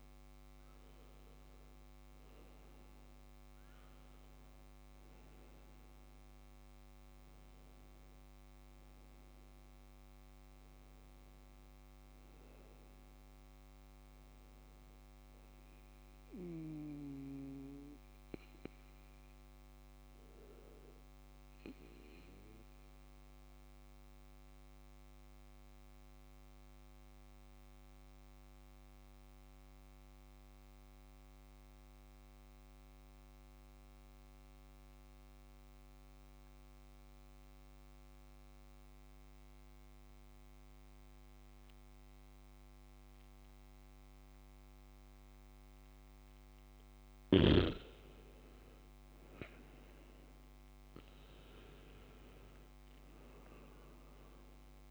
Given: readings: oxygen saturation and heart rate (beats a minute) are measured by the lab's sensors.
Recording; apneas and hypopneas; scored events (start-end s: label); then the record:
breathing in sleep by a microphone on the trachea; 1
0.00-8.50 s: oxygen desaturation (device-marked, oxygen 95% lowest, heart rate 59 extreme)
23.00-47.50 s: mixed apnea (oxygen 98% before, 93% lowest, heart rate 62 before, 61 extreme)
45.50-54.91 s: oxygen desaturation (device-marked, oxygen 98% before, 93% lowest, heart rate 69 before, 61 extreme)
49.50-54.00 s: arousal
From the record:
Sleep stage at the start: N2 (light sleep); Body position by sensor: on the back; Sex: male